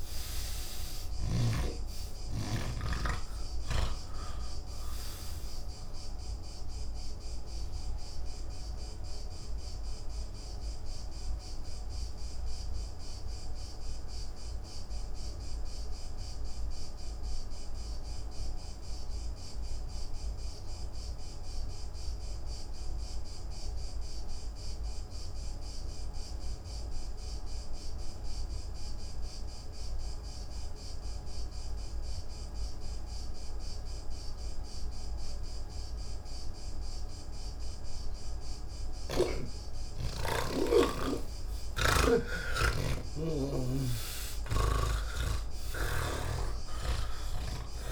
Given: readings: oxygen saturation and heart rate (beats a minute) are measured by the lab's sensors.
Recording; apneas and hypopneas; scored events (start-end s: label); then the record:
breathing in sleep by a room microphone; 1
0.00-3.00 s: snoring (device-marked)
5.00-37.50 s: obstructive apnea (oxygen 98% before, 78% lowest, heart rate 110 before, 78 extreme)
5.50-22.50 s: oxygen desaturation (device-marked, oxygen 89% before, 78% lowest, heart rate 111 before, 86 extreme)
24.50-47.92 s: oxygen desaturation (device-marked, oxygen 98% before, 78% lowest, heart rate 113 before, 66 extreme)
39.00-42.50 s: snoring (device-marked)
44.50-47.92 s: snoring (device-marked)
From the record:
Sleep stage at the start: N1 (lightest sleep); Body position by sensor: on the back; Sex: male